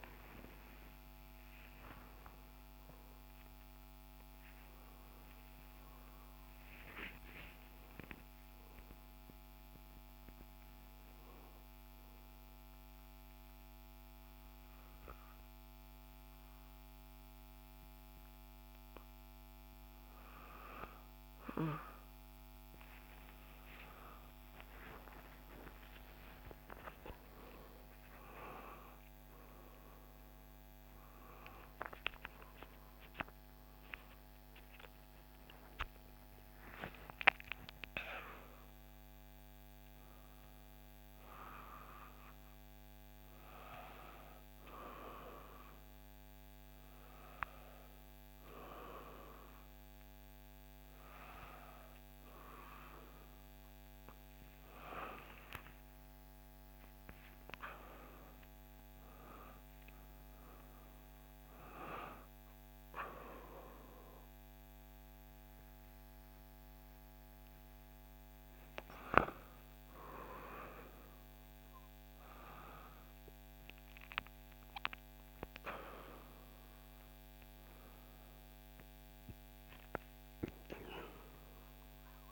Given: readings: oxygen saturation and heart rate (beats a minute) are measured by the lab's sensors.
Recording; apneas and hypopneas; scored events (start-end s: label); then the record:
a person awake in a sleep study, by a microphone on the trachea; 1
6.50-9.50 s: arousal
10.50-82.32 s: new sleep stage, awake
11.00-21.00 s: obstructive apnea (oxygen 96% before, 94% lowest, heart rate 63 before, 60 extreme)
23.50-36.50 s: tachycardia (device-marked, heart rate 64 before, 147 extreme)
25.00-27.00 s: long interval between heartbeats (device-marked, heart rate 62 before, 85 extreme)
27.00-29.00 s: long interval between heartbeats (device-marked, heart rate 64 before, 103 extreme)
31.50-33.50 s: long interval between heartbeats (device-marked, heart rate 79 before, 135 extreme)
35.50-37.50 s: long interval between heartbeats (device-marked, heart rate 95 before, 134 extreme)
56.50-58.50 s: long interval between heartbeats (device-marked, heart rate 76 before, 73 extreme)
64.50-66.50 s: long interval between heartbeats (device-marked, heart rate 69 before, 63 extreme)
From the record:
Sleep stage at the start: N1 (lightest sleep); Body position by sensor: on the back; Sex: female